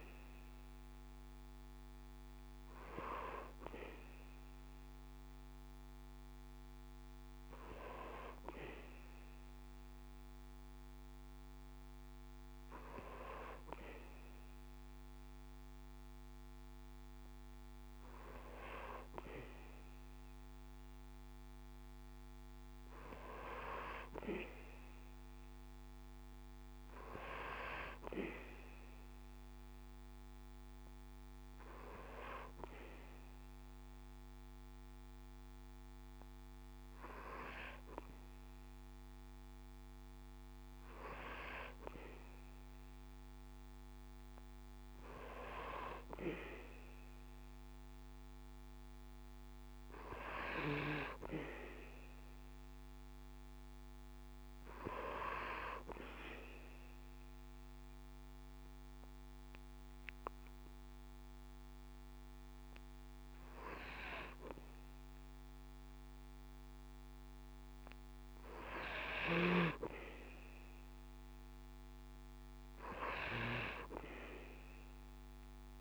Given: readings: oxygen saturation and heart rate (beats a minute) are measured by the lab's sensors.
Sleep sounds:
breathing in sleep by a microphone on the trachea; 1
0.00-1.00 s: arousal
56.50-67.50 s: hypopnea (oxygen 96% before, 94% lowest, heart rate 68 before, 67 extreme, up 2 after)
70.00-74.00 s: arousal
From the record:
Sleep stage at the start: N2 (light sleep); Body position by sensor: on the back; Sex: male

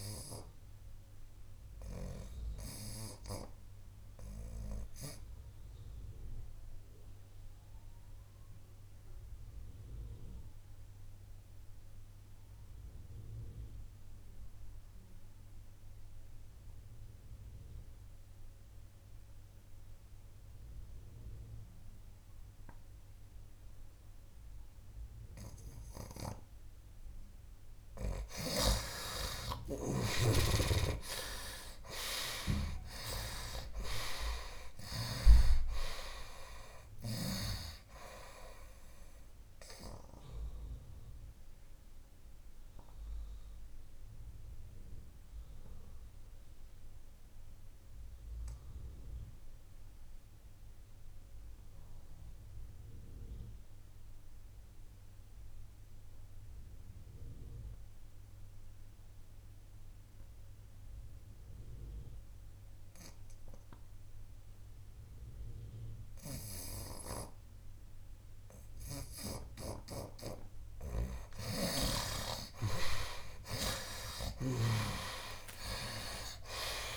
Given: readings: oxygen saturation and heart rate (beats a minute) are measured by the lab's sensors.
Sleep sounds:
breathing in sleep by a room microphone; 2
0.00-19.50 s: oxygen desaturation (device-marked, oxygen 58% lowest, heart rate 70 extreme)
4.50-27.00 s: obstructive apnea (oxygen 94% before, 46% lowest, heart rate 78 before, 70 extreme, up 21 after)
16.50-76.97 s: new sleep stage, REM sleep
21.50-55.50 s: oxygen desaturation (device-marked, oxygen 68% before, 46% lowest, heart rate 79 before, 71 extreme)
30.00-35.00 s: arousal
40.00-70.00 s: obstructive apnea (oxygen 68% before, 46% lowest, heart rate 84 before, 71 extreme, up 28 after)
70.50-76.97 s: oxygen desaturation (device-marked, oxygen 94% before, 56% lowest, heart rate 74 before, 70 extreme)
72.50-76.97 s: arousal
75.50-76.97 s: long interval between heartbeats (device-marked, heart rate 76 before, 98 extreme)
75.50-76.97 s: tachycardia (device-marked, heart rate 72 before, 100 extreme)
From the record:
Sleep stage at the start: N2 (light sleep); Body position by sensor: on the right side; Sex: male

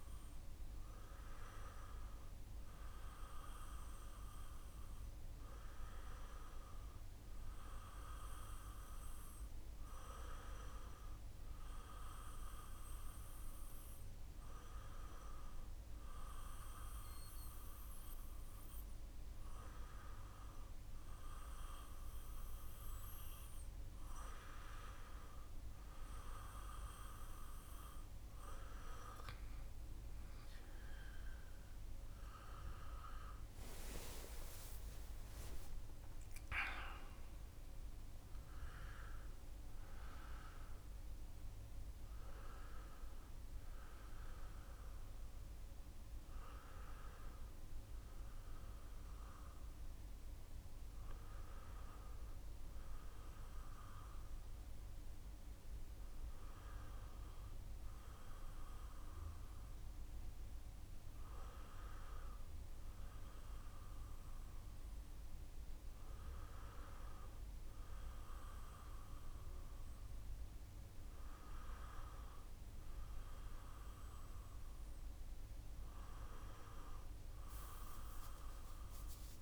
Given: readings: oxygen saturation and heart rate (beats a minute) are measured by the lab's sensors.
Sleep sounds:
breathing in sleep by a room microphone; none
33.50-38.50 s: arousal
From the record:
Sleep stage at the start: N2 (light sleep); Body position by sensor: on the back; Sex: male

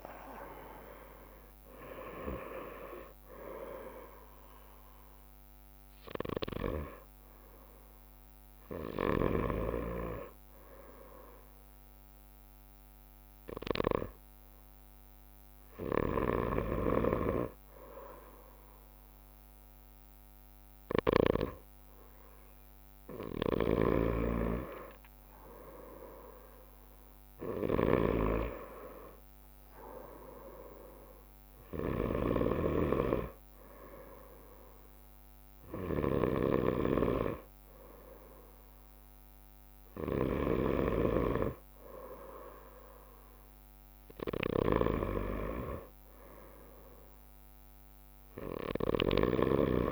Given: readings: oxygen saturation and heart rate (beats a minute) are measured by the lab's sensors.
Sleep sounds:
breathing in sleep by a microphone on the trachea; 1
0.00-1.00 s: arousal
2.50-25.50 s: bradycardia (device-marked, heart rate 59 before, 56 extreme)
14.00-24.00 s: hypopnea (oxygen 98% before, 95% lowest, heart rate 60 before, 56 extreme, up 5 after)
16.00-21.50 s: snoring (device-marked)
23.50-49.92 s: snoring (device-marked)
28.50-30.50 s: bradycardia (device-marked, heart rate 60 before, 60 extreme)
32.50-42.50 s: bradycardia (device-marked, heart rate 60 before, 57 extreme)
48.50-49.92 s: bradycardia (device-marked, heart rate 61 before, 60 extreme)
From the record:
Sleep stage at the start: N2 (light sleep); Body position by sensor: on the right side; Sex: male

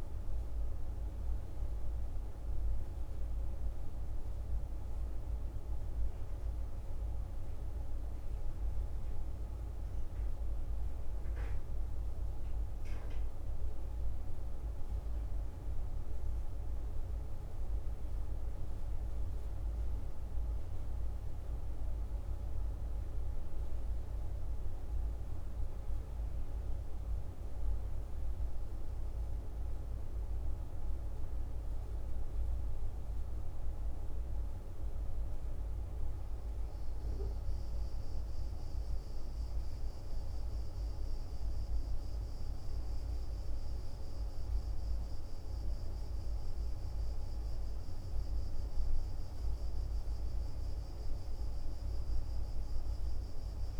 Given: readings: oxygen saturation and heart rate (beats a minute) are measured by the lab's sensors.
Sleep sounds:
breathing in sleep, hard to hear, by a room microphone; none
none scored
From the record:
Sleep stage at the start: N1 (lightest sleep); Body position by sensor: on the back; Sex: male

